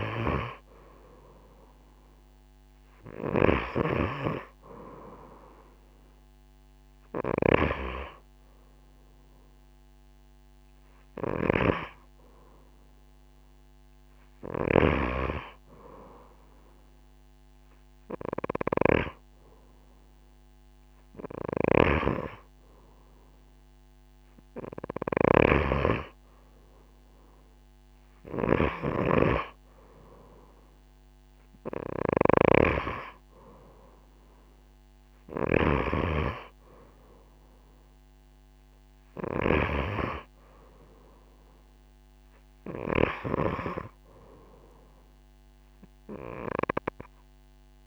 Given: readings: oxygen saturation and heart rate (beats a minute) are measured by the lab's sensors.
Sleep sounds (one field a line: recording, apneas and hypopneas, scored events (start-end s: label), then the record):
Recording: breathing in sleep by a microphone on the trachea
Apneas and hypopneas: none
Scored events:
21.50-25.50 s: snoring (device-marked)
From the record:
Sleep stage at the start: N3 (deep sleep)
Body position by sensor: on the right side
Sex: female